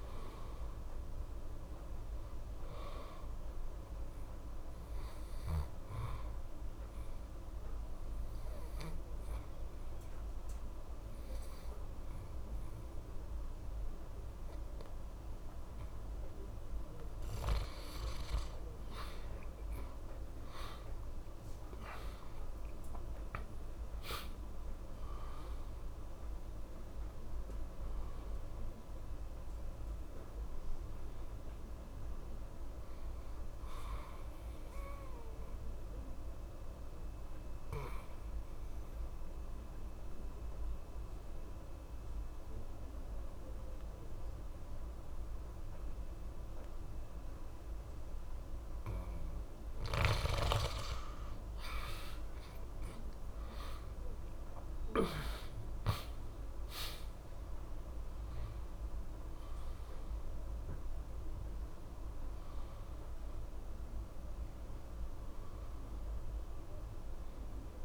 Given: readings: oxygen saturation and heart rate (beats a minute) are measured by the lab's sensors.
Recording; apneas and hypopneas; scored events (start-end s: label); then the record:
breathing in sleep by a room microphone; 2
1.00-17.00 s: oxygen desaturation (device-marked, oxygen 96% before, 89% lowest, heart rate 66 before, 61 extreme)
7.00-18.50 s: obstructive apnea (oxygen 97% before, 86% lowest, heart rate 66 before, 61 extreme, up 5 after)
20.00-24.00 s: arousal
25.00-45.00 s: oxygen desaturation (device-marked, oxygen 97% before, 90% lowest, heart rate 64 before, 62 extreme)
35.50-50.00 s: obstructive apnea (oxygen 97% before, 86% lowest, heart rate 65 before, 62 extreme, up 13 after)
53.00-56.50 s: arousal
53.00-67.84 s: oxygen desaturation (device-marked, oxygen 96% before, 86% lowest, heart rate 64 before, 63 extreme)
From the record:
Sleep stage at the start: N2 (light sleep); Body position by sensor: on the back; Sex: male